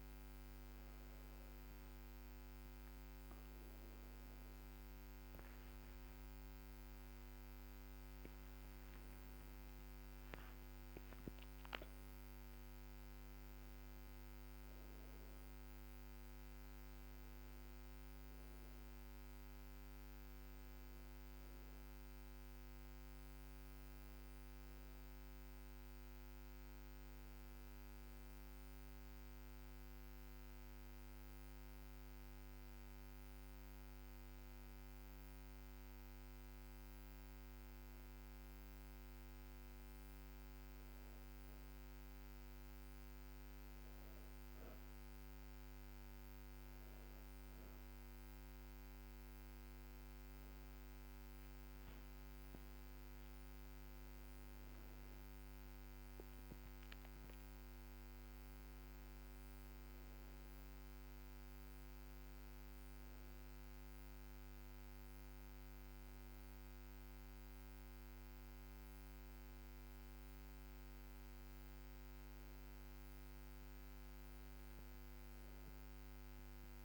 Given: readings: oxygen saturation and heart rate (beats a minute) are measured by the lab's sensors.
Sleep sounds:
a person partly awake in a sleep study, hard to hear, by a microphone on the trachea; 1
24.50-76.85 s: new sleep stage, N1 (lightest sleep)
28.50-38.50 s: hypopnea (oxygen 99% before, 95% lowest, heart rate 85 before, 73 extreme, up 1 after)
55.00-60.50 s: arousal
From the record:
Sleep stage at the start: awake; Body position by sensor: on the back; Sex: female

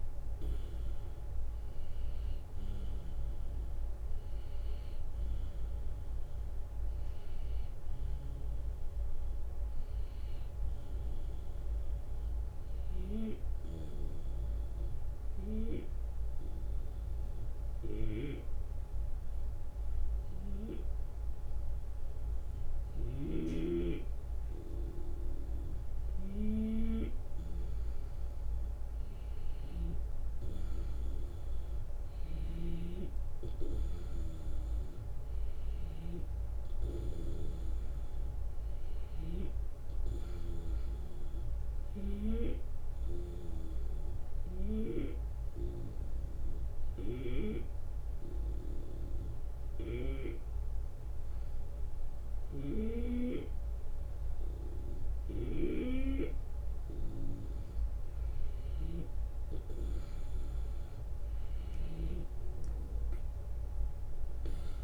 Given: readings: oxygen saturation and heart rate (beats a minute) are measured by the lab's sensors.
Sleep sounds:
breathing in sleep by a room microphone; 2
0.00-2.50 s: arousal
6.00-8.00 s: long interval between heartbeats (device-marked)
13.50-26.00 s: hypopnea (oxygen 94% before, 91% lowest)
22.50-36.00 s: snoring (device-marked)
26.50-31.00 s: arousal
41.00-56.50 s: obstructive apnea (oxygen 94% before, 90% lowest)
52.00-55.50 s: snoring (device-marked)
59.00-63.50 s: arousal
From the record:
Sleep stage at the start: N2 (light sleep); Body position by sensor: on the back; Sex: male

